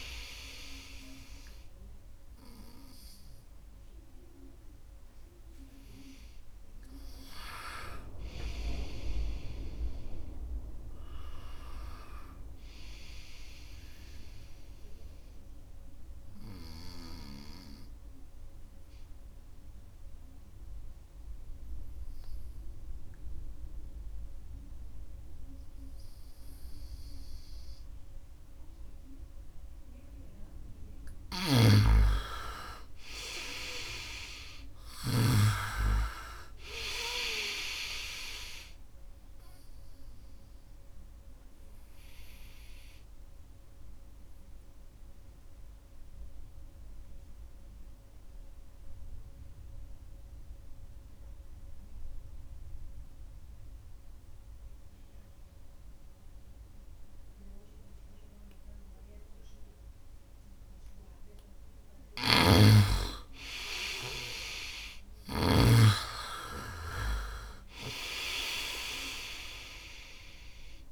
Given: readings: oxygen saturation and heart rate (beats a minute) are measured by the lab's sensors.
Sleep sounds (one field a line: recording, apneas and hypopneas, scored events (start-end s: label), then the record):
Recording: breathing in sleep by a room microphone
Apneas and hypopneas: 2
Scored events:
0.00-17.00 s: oxygen desaturation (device-marked, oxygen 86% lowest, heart rate 66 extreme)
16.50-29.50 s: obstructive apnea (oxygen 97% before, 88% lowest, heart rate 71 before, 65 extreme, up 3 after)
31.00-35.00 s: snoring (device-marked)
32.00-36.00 s: arousal
34.00-55.00 s: oxygen desaturation (device-marked, oxygen 98% before, 88% lowest, heart rate 71 before, 65 extreme)
40.50-60.50 s: obstructive apnea (oxygen 99% before, 88% lowest, heart rate 70 before, 65 extreme, up 7 after)
62.00-70.92 s: snoring (device-marked)
63.00-67.00 s: arousal
67.00-70.92 s: oxygen desaturation (device-marked, oxygen 98% before, 89% lowest, heart rate 68 before, 66 extreme)
From the record:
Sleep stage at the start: N2 (light sleep)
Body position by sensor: on the right side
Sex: male